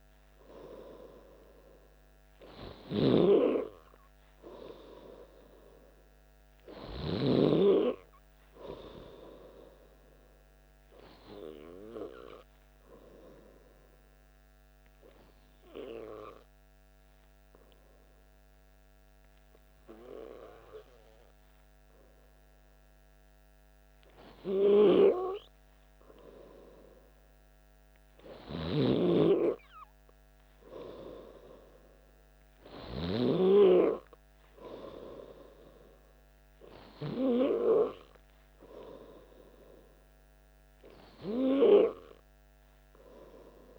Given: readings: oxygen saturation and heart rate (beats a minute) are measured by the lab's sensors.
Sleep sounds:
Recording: breathing in sleep by a microphone on the trachea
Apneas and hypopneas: 1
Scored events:
13.50-24.00 s: obstructive apnea (oxygen 96% before, 94% lowest, heart rate 61 before, 59 extreme, up 1 after)
26.50-30.00 s: arousal
From the record:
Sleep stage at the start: N2 (light sleep)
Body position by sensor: on the back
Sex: male

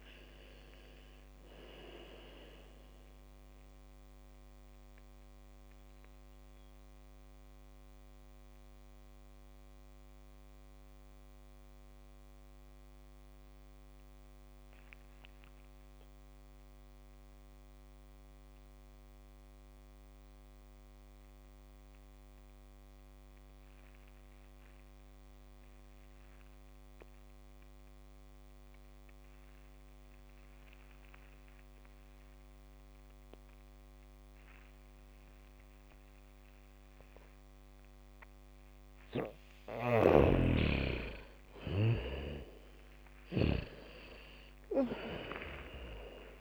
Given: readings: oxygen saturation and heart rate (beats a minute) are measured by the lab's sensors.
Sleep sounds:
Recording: breathing in sleep by a microphone on the trachea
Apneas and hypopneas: 1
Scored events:
0.00-17.50 s: oxygen desaturation (device-marked, oxygen 74% lowest, heart rate 47 extreme)
5.50-41.00 s: mixed apnea (oxygen 100% before, 69% lowest, heart rate 63 before, 28 extreme, up 0 after)
22.50-46.41 s: oxygen desaturation (device-marked, oxygen 100% before, 69% lowest, heart rate 79 before, 28 extreme)
30.50-32.50 s: bradycardia (device-marked, heart rate 70 before, 61 extreme)
35.50-46.41 s: bradycardia (device-marked, heart rate 70 before, 28 extreme)
41.50-46.00 s: arousal
From the record:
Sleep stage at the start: N2 (light sleep)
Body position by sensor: on the back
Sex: female

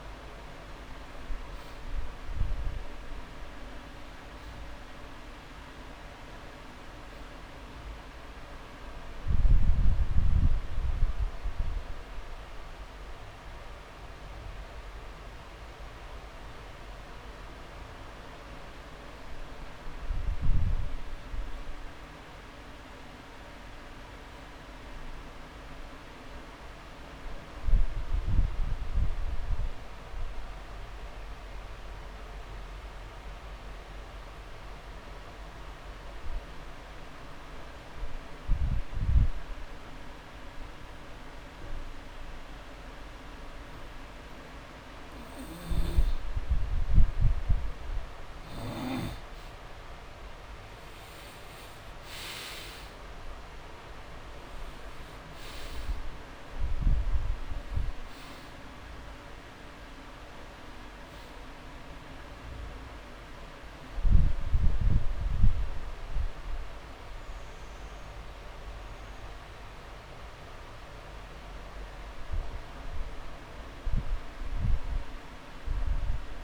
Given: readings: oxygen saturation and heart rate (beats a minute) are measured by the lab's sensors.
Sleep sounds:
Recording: breathing in sleep, hard to hear, by a room microphone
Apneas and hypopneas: 1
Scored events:
0.00-17.50 s: oxygen desaturation (device-marked, oxygen 88% lowest)
22.50-25.50 s: arousal
31.00-46.50 s: obstructive apnea (oxygen 99% before, 89% lowest)
49.00-52.00 s: arousal
52.50-54.50 s: long interval between heartbeats (device-marked)
52.50-76.43 s: oxygen desaturation (device-marked, oxygen 97% before, 89% lowest)
From the record:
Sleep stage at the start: N2 (light sleep)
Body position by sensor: on the back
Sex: male

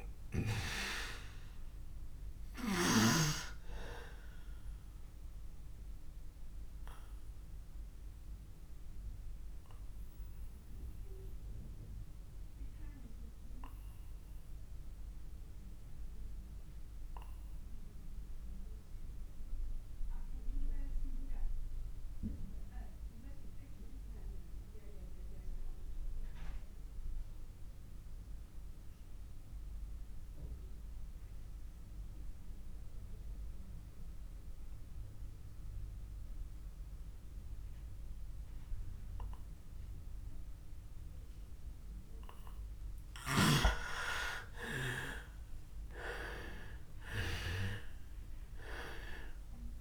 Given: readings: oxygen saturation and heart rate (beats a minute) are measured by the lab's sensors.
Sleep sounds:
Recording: breathing in sleep by a room microphone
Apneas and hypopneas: 1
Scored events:
0.00-29.50 s: oxygen desaturation (device-marked, oxygen 87% lowest)
3.50-43.00 s: obstructive apnea (oxygen 99% before, 87% lowest)
43.50-49.81 s: oxygen desaturation (device-marked, oxygen 98% before, 88% lowest)
44.50-49.81 s: arousal
From the record:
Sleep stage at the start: REM sleep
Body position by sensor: on the back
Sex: male

